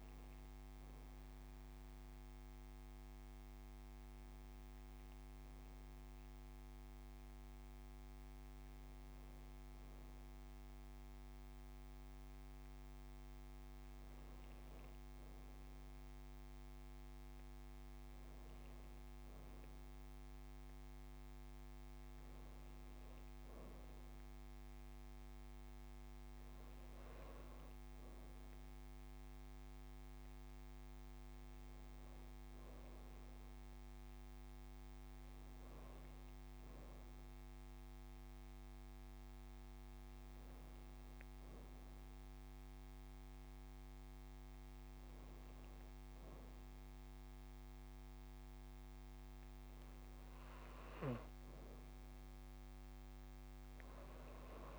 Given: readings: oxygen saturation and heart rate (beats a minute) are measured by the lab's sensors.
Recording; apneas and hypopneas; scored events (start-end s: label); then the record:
breathing in sleep, hard to hear, by a microphone on the trachea; none
none scored
From the record:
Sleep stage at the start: N2 (light sleep); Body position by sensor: on the back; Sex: female